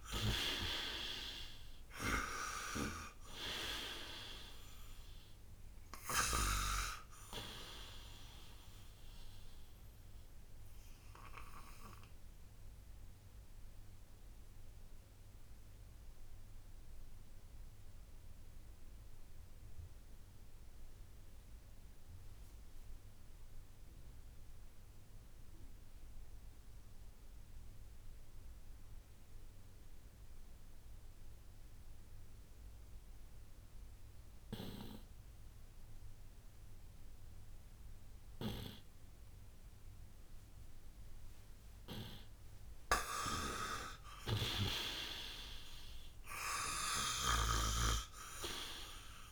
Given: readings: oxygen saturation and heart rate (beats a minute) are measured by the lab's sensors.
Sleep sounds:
breathing in sleep by a room microphone; 1
0.00-27.00 s: oxygen desaturation (device-marked, oxygen 84% lowest, heart rate 56 extreme)
10.00-40.00 s: obstructive apnea (oxygen 99% before, 84% lowest, heart rate 72 before, 56 extreme, up 8 after)
41.00-49.32 s: oxygen desaturation (device-marked, oxygen 98% before, 87% lowest, heart rate 59 before, 60 extreme)
42.00-44.50 s: arousal
From the record:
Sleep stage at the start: N2 (light sleep); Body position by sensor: on the right side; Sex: male

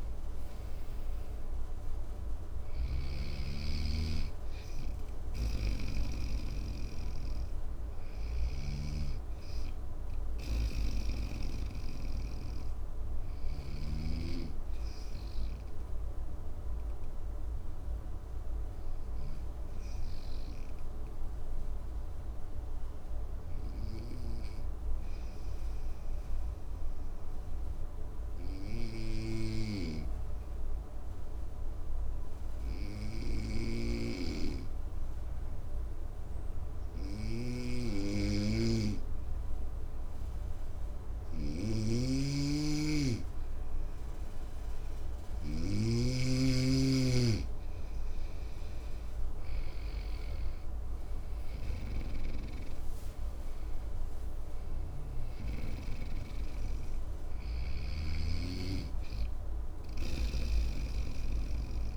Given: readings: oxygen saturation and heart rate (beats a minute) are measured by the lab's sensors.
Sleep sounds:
breathing in sleep by a room microphone; 1
2.50-13.50 s: snoring (device-marked)
16.50-43.50 s: obstructive apnea (oxygen 97% before, 94% lowest, heart rate 62 before, 55 extreme, up 9 after)
41.00-45.00 s: snoring (device-marked)
47.50-52.00 s: arousal
57.50-61.97 s: snoring (device-marked)
From the record:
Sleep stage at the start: N2 (light sleep); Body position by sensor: on the right side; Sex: male

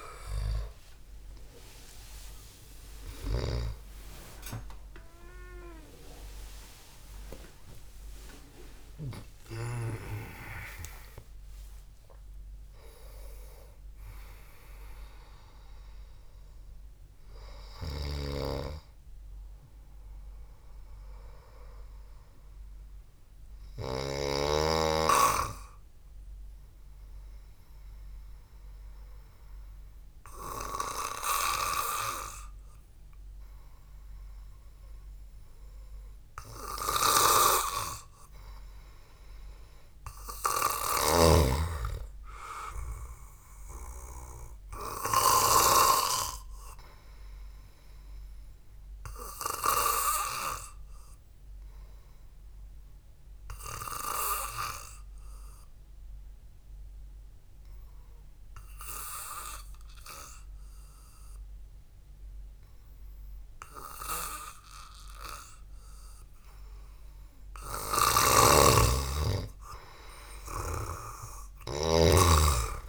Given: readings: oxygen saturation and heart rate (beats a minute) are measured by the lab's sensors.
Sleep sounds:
a person partly awake in a sleep study, by a room microphone; 2
3.50-9.50 s: snoring (device-marked)
4.50-22.50 s: oxygen desaturation (device-marked, oxygen 96% before, 93% lowest, heart rate 57 before, 53 extreme)
18.00-24.50 s: snoring (device-marked)
20.50-72.89 s: new sleep stage, N2 (light sleep)
27.00-38.50 s: hypopnea (oxygen 96% before, 93% lowest, heart rate 84 before, 52 extreme, up 5 after)
40.00-43.00 s: arousal
41.00-46.00 s: snoring (device-marked)
41.50-53.50 s: oxygen desaturation (device-marked, oxygen 98% before, 94% lowest, heart rate 60 before, 52 extreme)
51.00-66.50 s: hypopnea (oxygen 98% before, 93% lowest, heart rate 57 before, 53 extreme, up 7 after)
68.00-72.50 s: snoring (device-marked)
70.00-72.89 s: arousal
From the record:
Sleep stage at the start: awake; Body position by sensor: on the back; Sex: male

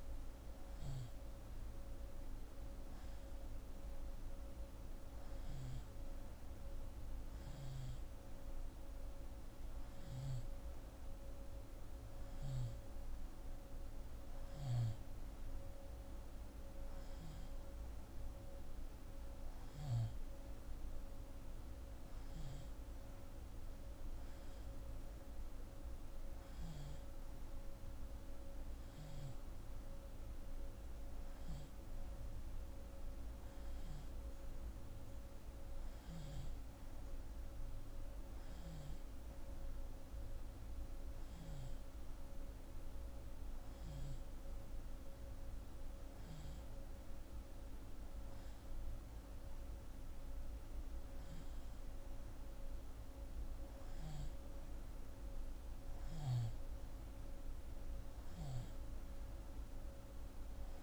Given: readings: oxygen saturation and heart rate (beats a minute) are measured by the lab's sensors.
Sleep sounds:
breathing in sleep, hard to hear, by a room microphone; none
none scored
From the record:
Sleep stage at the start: N2 (light sleep); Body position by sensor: on the left side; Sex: female

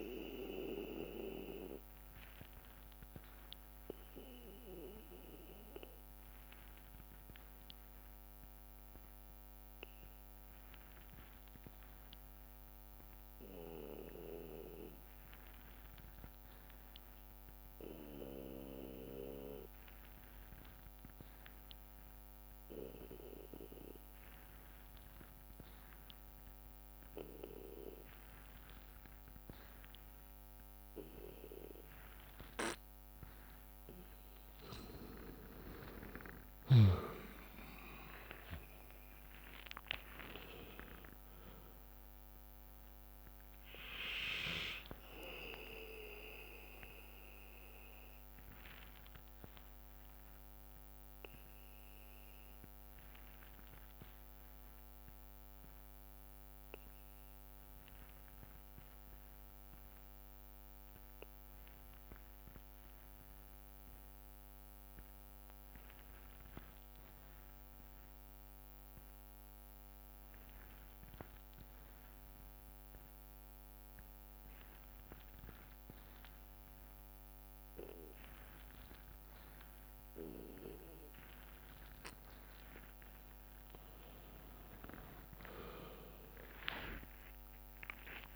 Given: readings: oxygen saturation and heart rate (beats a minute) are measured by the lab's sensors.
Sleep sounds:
breathing in sleep by a microphone on the trachea; 2
0.00-4.50 s: oxygen desaturation (device-marked, oxygen 91% lowest, heart rate 58 extreme)
0.50-33.00 s: obstructive apnea (oxygen 98% before, 88% lowest, heart rate 62 before, 52 extreme, up 11 after)
10.50-13.50 s: bradycardia (device-marked, heart rate 64 before, 59 extreme)
24.50-26.50 s: bradycardia (device-marked, heart rate 64 before, 60 extreme)
24.50-59.50 s: oxygen desaturation (device-marked, oxygen 98% before, 88% lowest, heart rate 60 before, 52 extreme)
27.50-30.50 s: bradycardia (device-marked, heart rate 64 before, 58 extreme)
35.00-39.50 s: arousal
37.50-47.50 s: drop in pulse transit time (device-marked, heart rate 60 before, 65 extreme)
44.50-64.50 s: bradycardia (device-marked, heart rate 64 before, 52 extreme)
50.00-83.00 s: obstructive apnea (oxygen 97% before, 88% lowest, heart rate 64 before, 55 extreme, up 49 after)
66.50-68.50 s: bradycardia (device-marked, heart rate 64 before, 59 extreme)
77.50-88.36 s: oxygen desaturation (device-marked, oxygen 99% before, 88% lowest, heart rate 59 before, 59 extreme)
84.50-88.36 s: arousal
86.50-88.36 s: tachycardia (device-marked, heart rate 63 before, 107 extreme)
From the record:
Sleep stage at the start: N2 (light sleep); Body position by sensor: on the back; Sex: male

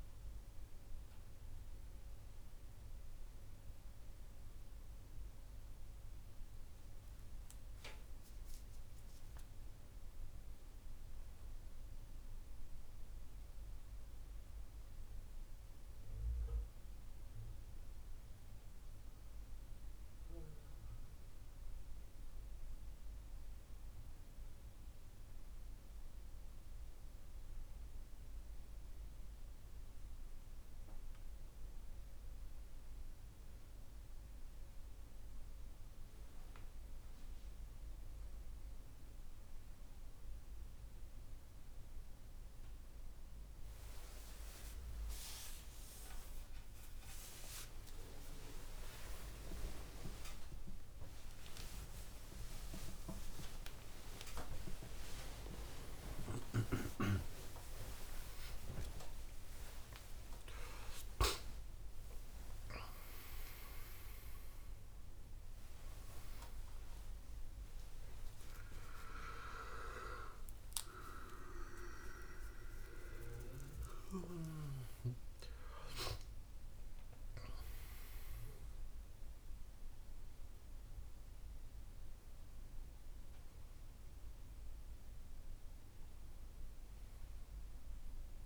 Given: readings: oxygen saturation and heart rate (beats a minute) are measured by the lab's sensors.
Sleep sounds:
a person partly awake in a sleep study, by a room microphone; none
42.50-72.50 s: new sleep stage, awake
72.50-88.46 s: new sleep stage, N1 (lightest sleep)
From the record:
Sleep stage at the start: N1 (lightest sleep); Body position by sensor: on the back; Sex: male

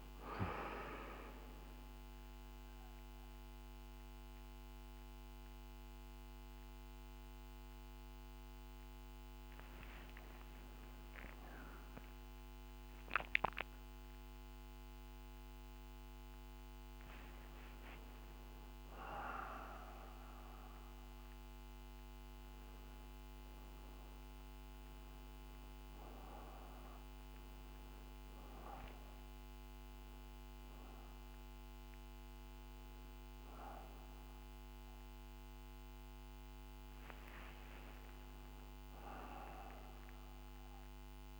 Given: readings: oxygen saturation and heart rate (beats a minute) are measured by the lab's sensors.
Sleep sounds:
a person awake in a sleep study, by a microphone on the trachea; none
35.00-41.40 s: new sleep stage, N1 (lightest sleep)
From the record:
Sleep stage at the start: awake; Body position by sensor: on the back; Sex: male

